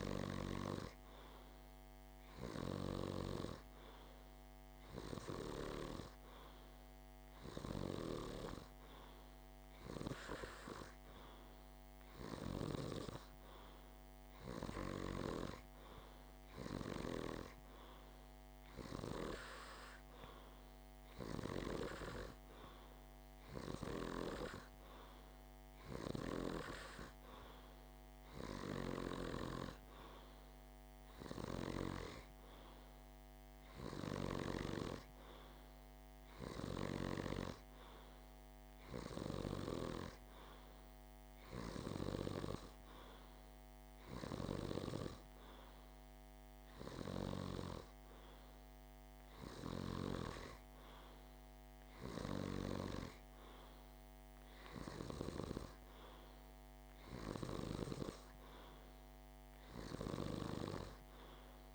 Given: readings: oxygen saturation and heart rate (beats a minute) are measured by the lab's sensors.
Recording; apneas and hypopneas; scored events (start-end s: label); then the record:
breathing in sleep by a microphone on the trachea; none
none scored
From the record:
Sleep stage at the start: N2 (light sleep); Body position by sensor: on the back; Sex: male